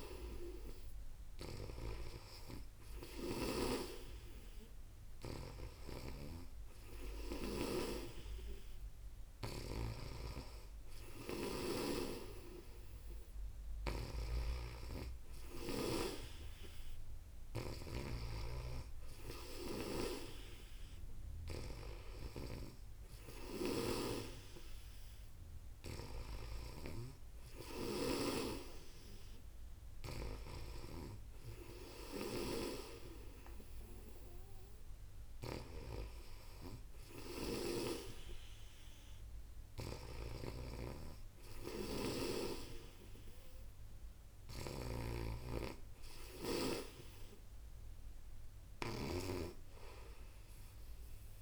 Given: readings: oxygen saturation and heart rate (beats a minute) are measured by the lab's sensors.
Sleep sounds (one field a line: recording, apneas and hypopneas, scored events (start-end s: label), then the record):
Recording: breathing in sleep by a room microphone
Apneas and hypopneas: none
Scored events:
0.00-21.50 s: snoring (device-marked)
30.00-48.50 s: snoring (device-marked)
From the record:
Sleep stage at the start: N2 (light sleep)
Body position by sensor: on the back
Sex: female